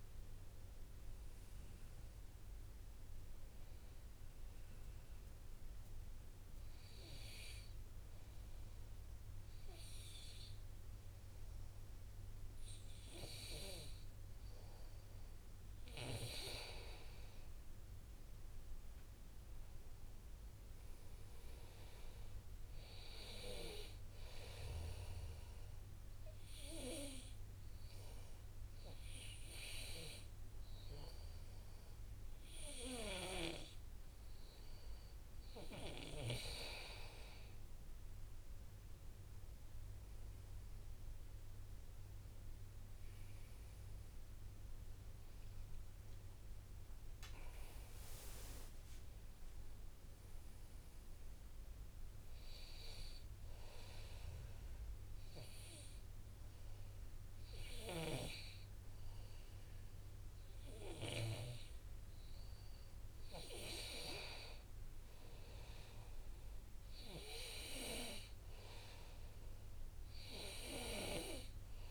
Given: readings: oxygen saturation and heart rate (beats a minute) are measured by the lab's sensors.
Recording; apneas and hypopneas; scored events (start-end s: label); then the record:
breathing in sleep by a room microphone; 3
0.00-10.50 s: oxygen desaturation (device-marked, oxygen 93% lowest, heart rate 58 extreme)
5.50-16.50 s: obstructive apnea (oxygen 99% before, 93% lowest, heart rate 64 before, 58 extreme, up 2 after)
18.00-21.00 s: arousal
24.50-36.50 s: oxygen desaturation (device-marked, oxygen 99% before, 95% lowest, heart rate 63 before, 61 extreme)
26.50-37.50 s: obstructive apnea (oxygen 99% before, 93% lowest, heart rate 63 before, 62 extreme, up 5 after)
39.00-42.50 s: arousal
46.50-57.50 s: oxygen desaturation (device-marked, oxygen 98% before, 94% lowest, heart rate 63 before, 58 extreme)
53.50-64.00 s: obstructive apnea (oxygen 98% before, 93% lowest, heart rate 65 before, 58 extreme, up 3 after)
66.50-70.00 s: arousal
From the record:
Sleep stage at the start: N2 (light sleep); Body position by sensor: on the back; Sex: male